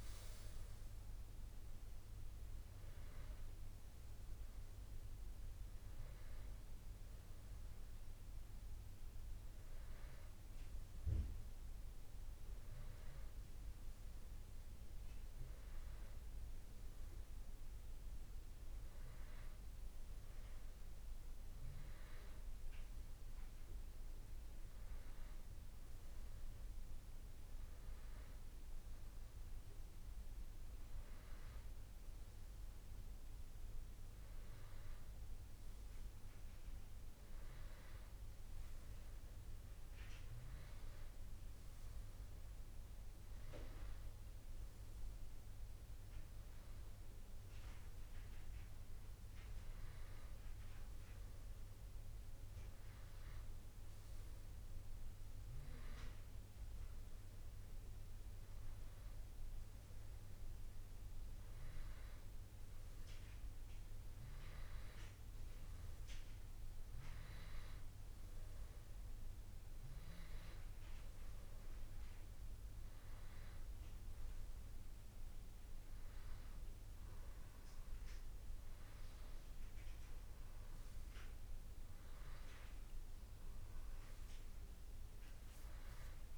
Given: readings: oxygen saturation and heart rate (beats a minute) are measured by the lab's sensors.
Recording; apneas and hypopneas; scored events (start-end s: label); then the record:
breathing in sleep, hard to hear, by a room microphone; none
31.50-86.38 s: new sleep stage, N2 (light sleep)
From the record:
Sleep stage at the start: N1 (lightest sleep); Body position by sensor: on the back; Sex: male